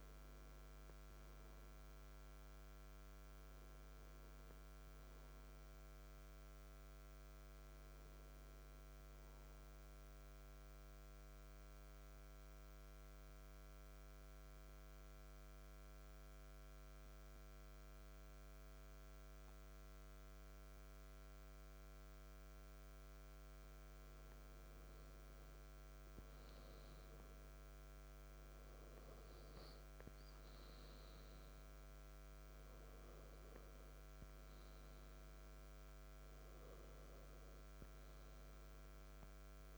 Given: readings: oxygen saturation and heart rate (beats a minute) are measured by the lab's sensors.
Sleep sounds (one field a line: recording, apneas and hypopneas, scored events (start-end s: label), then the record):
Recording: breathing in sleep, hard to hear, by a microphone on the trachea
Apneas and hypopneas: 1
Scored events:
9.00-22.50 s: central apnea (oxygen 97% before, 94% lowest, heart rate 74 before, 63 extreme, up 5 after)
25.00-28.50 s: arousal
From the record:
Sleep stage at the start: N1 (lightest sleep)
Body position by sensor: on the back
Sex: male